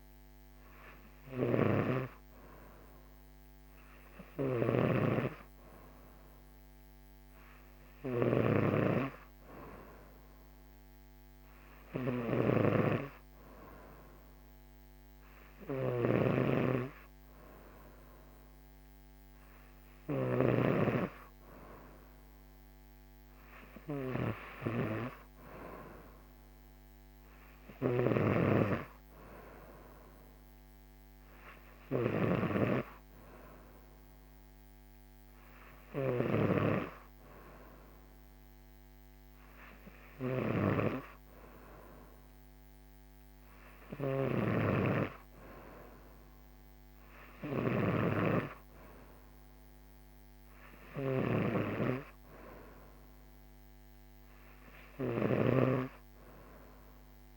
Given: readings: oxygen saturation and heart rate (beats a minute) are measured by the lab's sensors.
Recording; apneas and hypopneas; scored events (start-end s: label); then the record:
breathing in sleep by a microphone on the trachea; none
0.00-20.50 s: snoring (device-marked)
27.50-57.37 s: snoring (device-marked)
From the record:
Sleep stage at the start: N2 (light sleep); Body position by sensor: on the right side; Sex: female